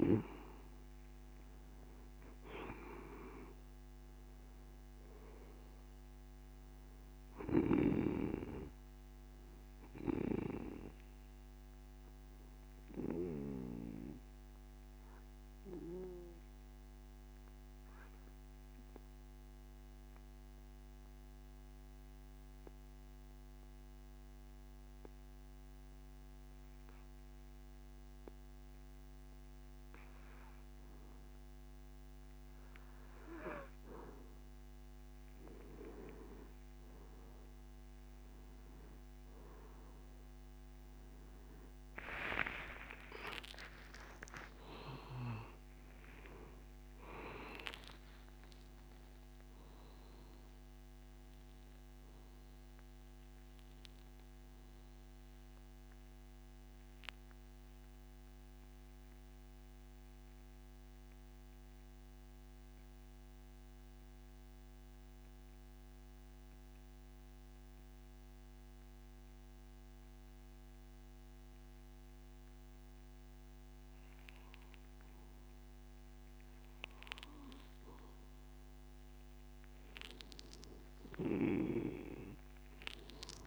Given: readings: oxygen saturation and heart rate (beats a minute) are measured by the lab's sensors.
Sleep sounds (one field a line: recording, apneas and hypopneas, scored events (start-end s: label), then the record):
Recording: breathing in sleep by a microphone on the trachea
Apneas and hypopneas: 2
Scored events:
0.00-2.00 s: arousal
3.00-28.00 s: oxygen desaturation (device-marked, oxygen 97% before, 92% lowest)
13.00-33.00 s: obstructive apnea (oxygen 97% before, 92% lowest)
40.00-52.00 s: oxygen desaturation (device-marked, oxygen 97% before, 93% lowest)
42.00-47.00 s: arousal
57.00-76.50 s: mixed apnea (oxygen 97% before, 93% lowest)
From the record:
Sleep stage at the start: N2 (light sleep)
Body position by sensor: on the back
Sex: male